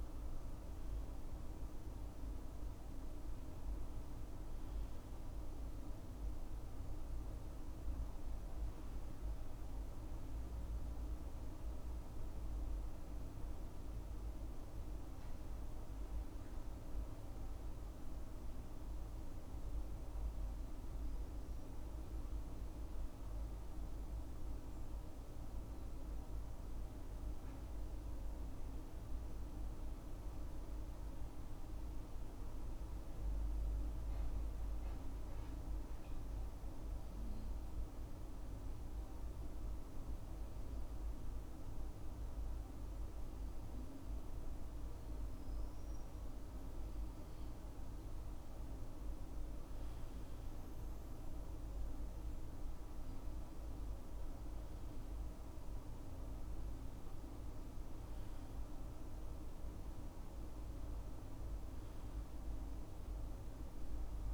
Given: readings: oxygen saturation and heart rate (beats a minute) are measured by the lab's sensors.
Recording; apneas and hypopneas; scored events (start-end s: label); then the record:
breathing in sleep, hard to hear, by a room microphone; 1
15.50-46.50 s: hypopnea (oxygen 96% before, 93% lowest, heart rate 71 before, 68 extreme, up 9 after)
37.00-62.00 s: oxygen desaturation (device-marked, oxygen 99% before, 93% lowest, heart rate 69 before, 65 extreme)
49.50-53.00 s: arousal
From the record:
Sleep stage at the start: N2 (light sleep); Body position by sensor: on the left side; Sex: male